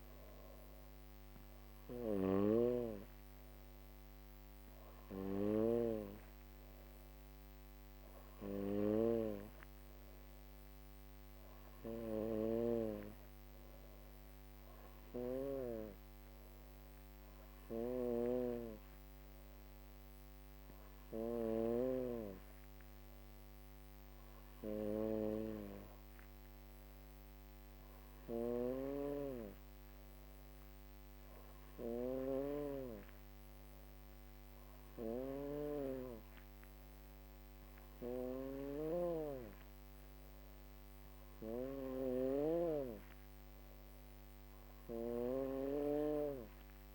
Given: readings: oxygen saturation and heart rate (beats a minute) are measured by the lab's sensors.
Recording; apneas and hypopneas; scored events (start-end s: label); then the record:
breathing in sleep by a microphone on the trachea; none
0.00-1.50 s: snoring (device-marked)
0.00-2.50 s: drop in pulse transit time (device-marked, heart rate 56 extreme)
11.00-14.50 s: snoring (device-marked)
16.50-20.50 s: snoring (device-marked)
27.00-46.95 s: snoring (device-marked)
35.50-46.95 s: drop in pulse transit time (device-marked, heart rate 63 before, 63 extreme)
From the record:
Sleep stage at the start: N2 (light sleep); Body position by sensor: on the back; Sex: female